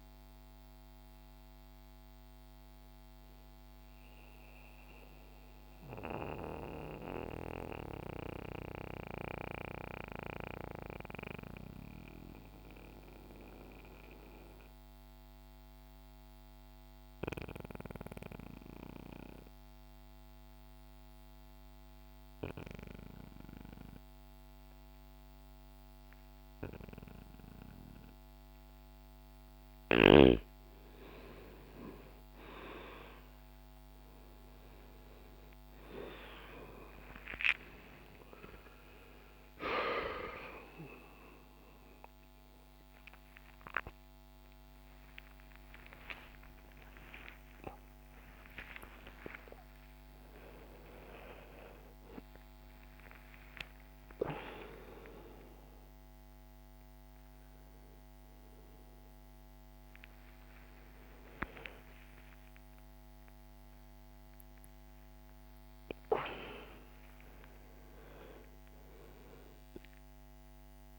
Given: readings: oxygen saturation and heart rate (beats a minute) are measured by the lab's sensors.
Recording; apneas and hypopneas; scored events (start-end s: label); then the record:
a person partly awake in a sleep study, by a microphone on the trachea; 1
3.00-27.50 s: mixed apnea (oxygen 97% before, 86% lowest, heart rate 67 before, 59 extreme, up 2 after)
8.00-21.00 s: oxygen desaturation (device-marked, oxygen 90% before, 86% lowest, heart rate 66 before, 60 extreme)
32.00-54.00 s: oxygen desaturation (device-marked, oxygen 98% before, 89% lowest, heart rate 63 before, 64 extreme)
41.00-70.99 s: new sleep stage, awake
69.00-70.99 s: oxygen desaturation (device-marked, oxygen 92% before, 88% lowest, heart rate 116 before, 66 extreme)
From the record:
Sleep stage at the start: N2 (light sleep); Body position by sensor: on the back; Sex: male